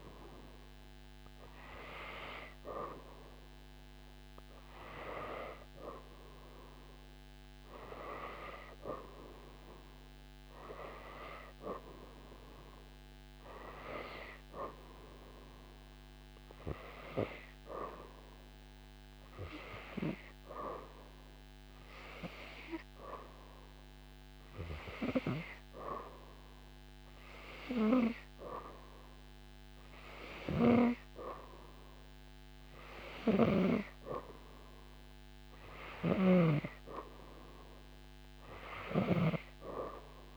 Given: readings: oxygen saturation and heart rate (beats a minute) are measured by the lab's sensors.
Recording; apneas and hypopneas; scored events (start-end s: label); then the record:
breathing in sleep by a microphone on the trachea; none
0.00-9.50 s: oxygen desaturation (device-marked, oxygen 92% lowest, heart rate 77 extreme)
From the record:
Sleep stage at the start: N2 (light sleep); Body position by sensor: upright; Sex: female